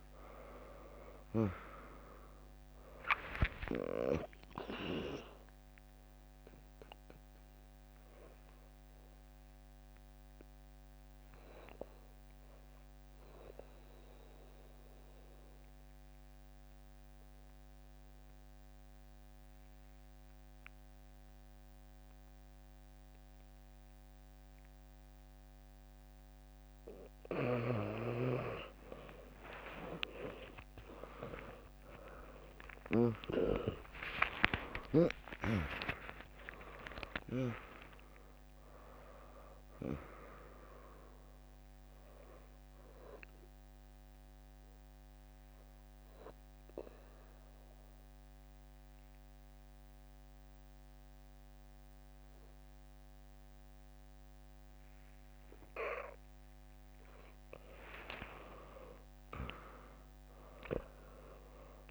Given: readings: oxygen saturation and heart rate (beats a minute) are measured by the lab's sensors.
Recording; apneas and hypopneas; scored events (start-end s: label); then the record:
breathing in sleep by a microphone on the trachea; 2
0.00-2.50 s: arousal
0.00-10.00 s: drop in pulse transit time (device-marked, heart rate 63 extreme)
1.00-22.00 s: oxygen desaturation (device-marked, oxygen 100% before, 95% lowest, heart rate 70 before, 61 extreme)
6.00-26.00 s: obstructive apnea (oxygen 100% before, 95% lowest, heart rate 71 before, 61 extreme, up 45 after)
28.00-39.00 s: tachycardia (device-marked, heart rate 78 before, 146 extreme)
29.50-34.50 s: arousal
30.00-34.50 s: snoring (device-marked)
31.50-33.50 s: long interval between heartbeats (device-marked, heart rate 65 before, 106 extreme)
34.00-46.00 s: drop in pulse transit time (device-marked, heart rate 71 before, 83 extreme)
36.00-53.00 s: oxygen desaturation (device-marked, oxygen 99% before, 95% lowest, heart rate 78 before, 62 extreme)
36.50-38.50 s: long interval between heartbeats (device-marked, heart rate 78 before, 129 extreme)
43.50-57.00 s: obstructive apnea (oxygen 100% before, 95% lowest, heart rate 98 before, 62 extreme)
59.00-61.91 s: arousal
From the record:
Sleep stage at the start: N2 (light sleep); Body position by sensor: on the back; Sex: female